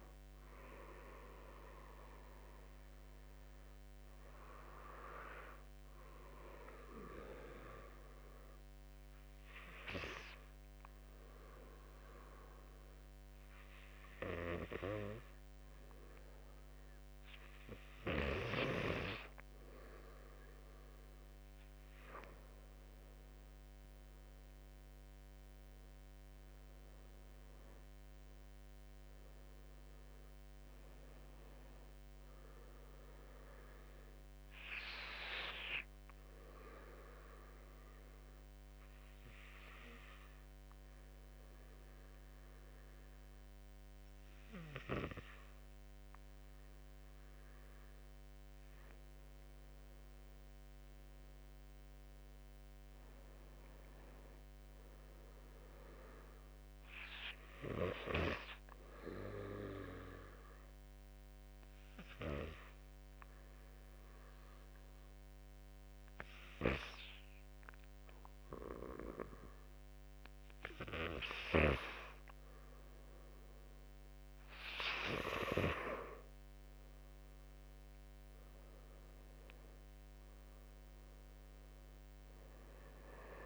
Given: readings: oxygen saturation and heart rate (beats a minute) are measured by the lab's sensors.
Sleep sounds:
breathing in sleep by a microphone on the trachea; 3
7.00-20.00 s: obstructive apnea (oxygen 93% before, 89% lowest, heart rate 63 before, 56 extreme, up 6 after)
23.50-27.00 s: arousal
23.50-42.50 s: oxygen desaturation (device-marked, oxygen 93% before, 89% lowest, heart rate 62 before, 52 extreme)
36.00-48.50 s: obstructive apnea (oxygen 93% before, 87% lowest, heart rate 63 before, 52 extreme, up 4 after)
50.50-53.50 s: arousal
51.50-71.50 s: oxygen desaturation (device-marked, oxygen 96% before, 90% lowest, heart rate 60 before, 50 extreme)
59.00-72.00 s: obstructive apnea (oxygen 96% before, 87% lowest, heart rate 60 before, 50 extreme, up 6 after)
74.50-78.00 s: arousal
76.50-83.46 s: oxygen desaturation (device-marked, oxygen 96% before, 87% lowest, heart rate 57 before, 50 extreme)
From the record:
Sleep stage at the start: N2 (light sleep); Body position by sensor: on the back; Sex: male

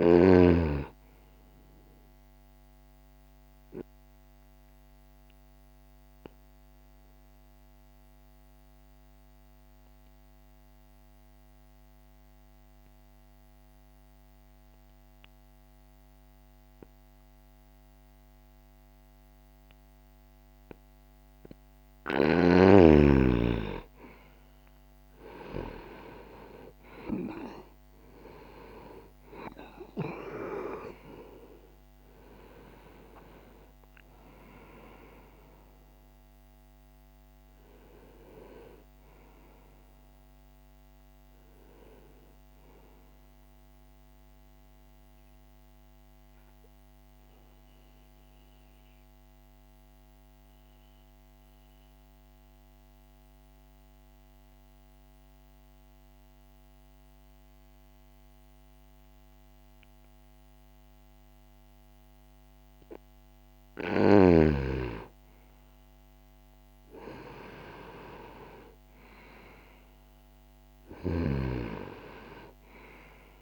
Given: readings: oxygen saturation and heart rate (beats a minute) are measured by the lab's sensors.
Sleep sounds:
breathing in sleep by a microphone on the trachea; 2
2.00-20.00 s: oxygen desaturation (device-marked, oxygen 97% before, 86% lowest, heart rate 61 before, 59 extreme)
2.00-20.50 s: obstructive apnea (oxygen 98% before, 86% lowest, heart rate 61 before, 59 extreme, up 1 after)
23.00-27.00 s: arousal
27.00-43.00 s: oxygen desaturation (device-marked, oxygen 96% before, 89% lowest, heart rate 61 before, 59 extreme)
44.00-62.00 s: obstructive apnea (oxygen 96% before, 86% lowest, heart rate 61 before, 60 extreme, up 2 after)
45.00-60.00 s: oxygen desaturation (device-marked, oxygen 91% before, 87% lowest, heart rate 61 before, 60 extreme)
65.00-68.50 s: arousal
From the record:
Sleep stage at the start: N2 (light sleep); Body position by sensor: on the right side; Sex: male

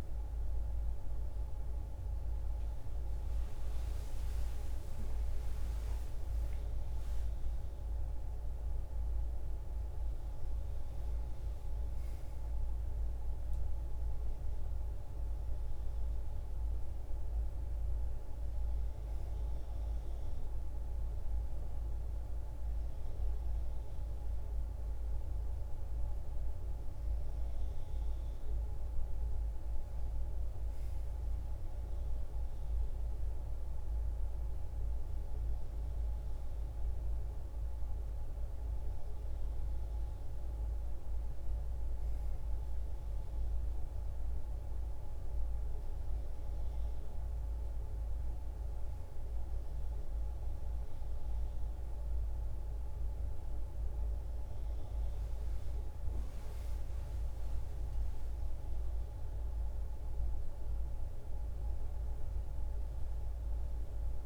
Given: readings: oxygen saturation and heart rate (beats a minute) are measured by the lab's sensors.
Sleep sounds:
a person awake in a sleep study, hard to hear, by a room microphone; none
none scored
From the record:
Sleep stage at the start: awake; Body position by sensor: on the back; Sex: female

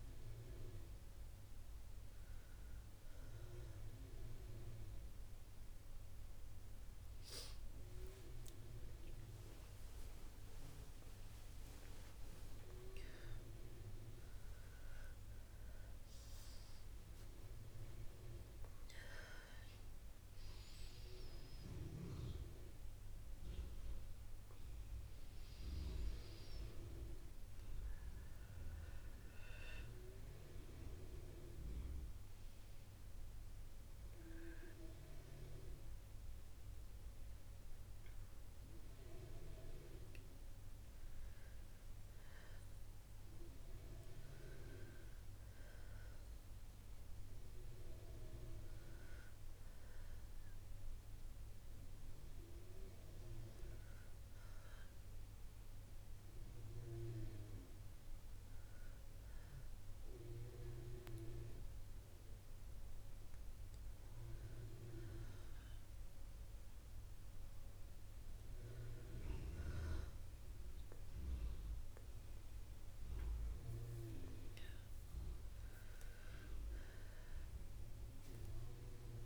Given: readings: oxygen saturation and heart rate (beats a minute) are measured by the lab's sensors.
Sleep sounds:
breathing in sleep by a room microphone; none
0.00-10.50 s: oxygen desaturation (device-marked, oxygen 92% lowest, heart rate 59 extreme)
47.50-57.50 s: oxygen desaturation (device-marked, oxygen 96% before, 92% lowest, heart rate 61 before, 60 extreme)
From the record:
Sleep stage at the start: N2 (light sleep); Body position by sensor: on the back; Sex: female

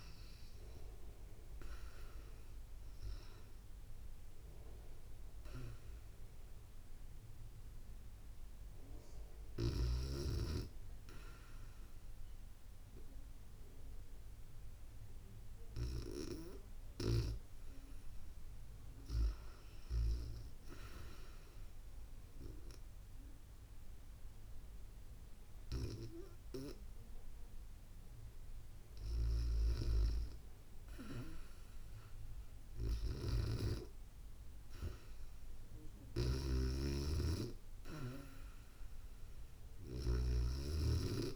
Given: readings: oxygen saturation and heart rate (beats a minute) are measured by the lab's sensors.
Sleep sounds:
breathing in sleep by a room microphone; 1
20.00-30.00 s: hypopnea (oxygen 96% before, 93% lowest, heart rate 66 before, 65 extreme, up 10 after)
31.50-34.00 s: arousal
32.50-41.35 s: snoring (device-marked)
From the record:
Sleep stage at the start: REM sleep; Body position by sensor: on the back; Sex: female

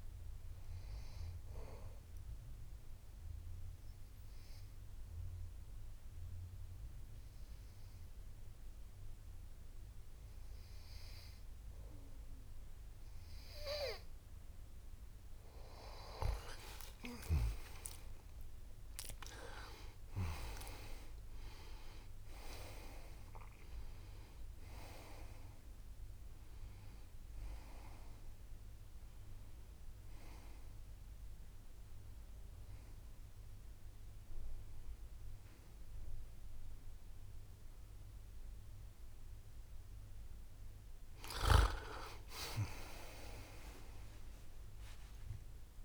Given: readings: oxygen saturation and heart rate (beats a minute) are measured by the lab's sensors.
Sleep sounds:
breathing in sleep by a room microphone; 1
3.50-15.50 s: obstructive apnea (oxygen 92% before, 90% lowest)
17.50-21.50 s: arousal
42.50-45.85 s: arousal
From the record:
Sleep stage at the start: N2 (light sleep); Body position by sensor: on the back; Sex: male

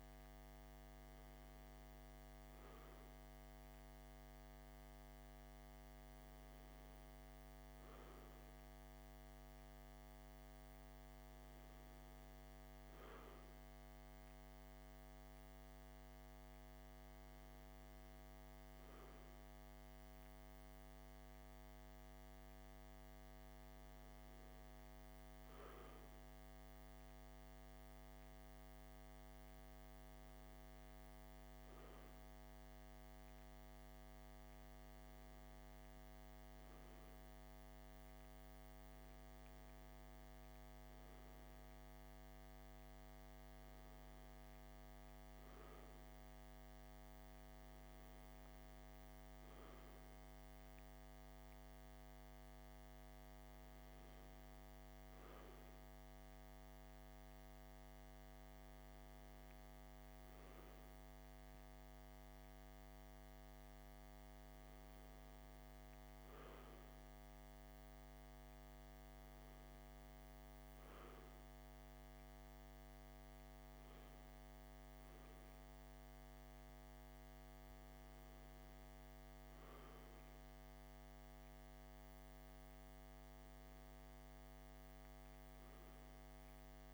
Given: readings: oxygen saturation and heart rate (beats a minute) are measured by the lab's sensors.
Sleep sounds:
breathing in sleep, hard to hear, by a microphone on the trachea; none
41.00-45.50 s: arousal
From the record:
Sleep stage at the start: N2 (light sleep); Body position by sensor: on the left side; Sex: male

